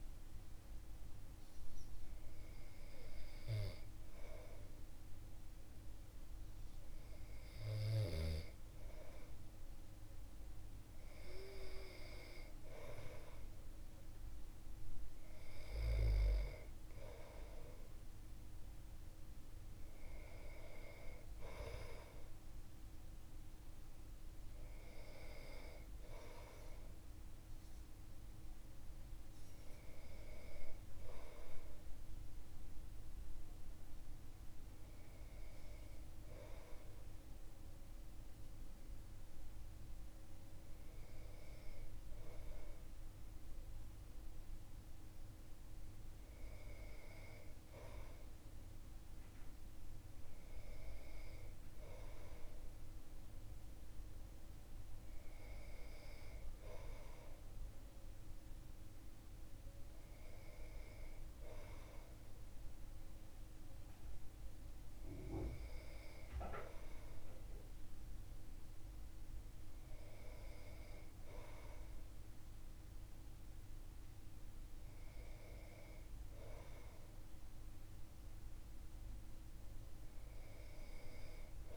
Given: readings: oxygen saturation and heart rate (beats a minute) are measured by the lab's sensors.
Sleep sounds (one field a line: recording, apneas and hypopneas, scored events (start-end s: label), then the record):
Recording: breathing in sleep by a room microphone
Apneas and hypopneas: none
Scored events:
none scored
From the record:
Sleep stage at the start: REM sleep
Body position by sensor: on the back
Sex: male